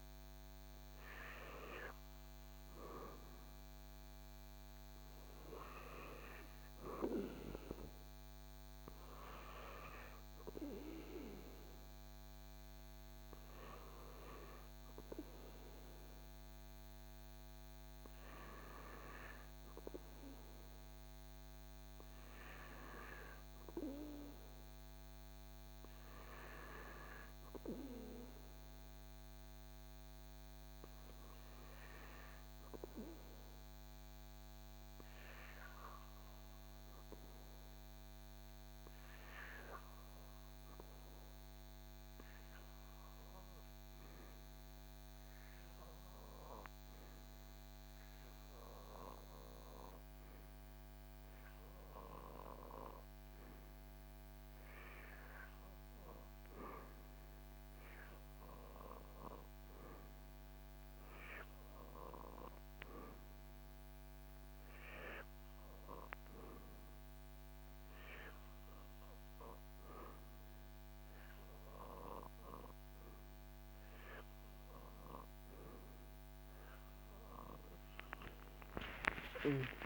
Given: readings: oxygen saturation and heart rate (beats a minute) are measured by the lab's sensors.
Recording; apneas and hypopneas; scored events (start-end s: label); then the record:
breathing in sleep by a microphone on the trachea; 1
0.00-8.00 s: oxygen desaturation (device-marked, oxygen 90% lowest, heart rate 73 extreme)
32.00-73.00 s: hypopnea (oxygen 96% before, 87% lowest, heart rate 77 before, 63 extreme, up 6 after)
56.00-73.00 s: oxygen desaturation (device-marked, oxygen 95% before, 87% lowest, heart rate 75 before, 63 extreme)
77.50-79.86 s: arousal
From the record:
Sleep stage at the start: REM sleep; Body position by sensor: on the back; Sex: male